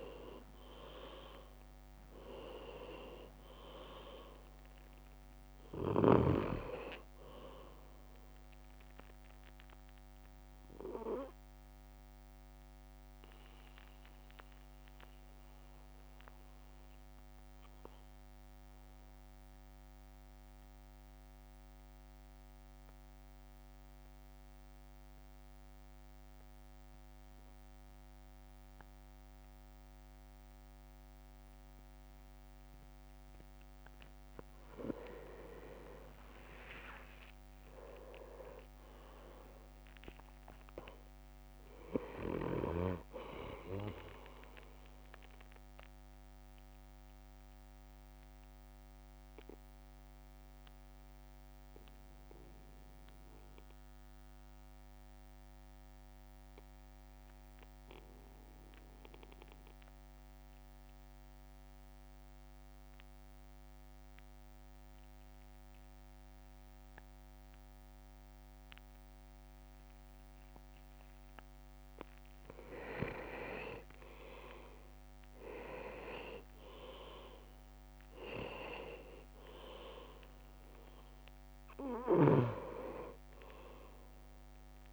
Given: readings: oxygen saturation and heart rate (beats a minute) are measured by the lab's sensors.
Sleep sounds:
breathing in sleep by a microphone on the trachea; 2
0.00-1.50 s: arousal
0.00-4.00 s: leg movement (device-marked)
0.00-10.50 s: drop in pulse transit time (device-marked, heart rate 53 extreme)
0.50-12.50 s: oxygen desaturation (device-marked, oxygen 98% before, 95% lowest, heart rate 54 before, 50 extreme)
11.00-32.50 s: mixed apnea (oxygen 99% before, 94% lowest, heart rate 56 before, 49 extreme, up 9 after)
35.00-37.00 s: leg movement (device-marked)
36.00-39.50 s: arousal
36.50-48.50 s: drop in pulse transit time (device-marked, heart rate 55 before, 52 extreme)
47.00-72.50 s: mixed apnea (oxygen 99% before, 94% lowest, heart rate 58 before, 50 extreme, up 6 after)
73.50-84.93 s: drop in pulse transit time (device-marked, heart rate 53 before, 53 extreme)
75.00-78.00 s: arousal
76.00-80.00 s: leg movement (device-marked)
From the record:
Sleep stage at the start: N2 (light sleep); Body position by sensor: on the back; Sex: male

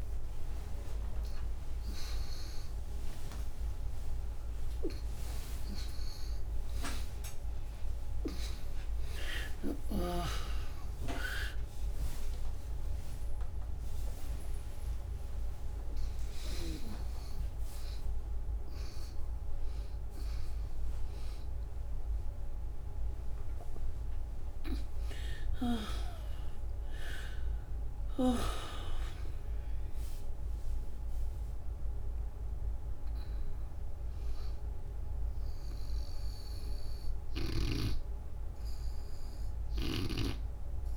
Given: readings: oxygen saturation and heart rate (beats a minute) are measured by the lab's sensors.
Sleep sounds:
a person awake in a sleep study, by a room microphone; none
0.00-6.00 s: oxygen desaturation (device-marked, oxygen 83% lowest, heart rate 95 extreme)
37.00-40.97 s: snoring (device-marked)
From the record:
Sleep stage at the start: awake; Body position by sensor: on the back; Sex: female

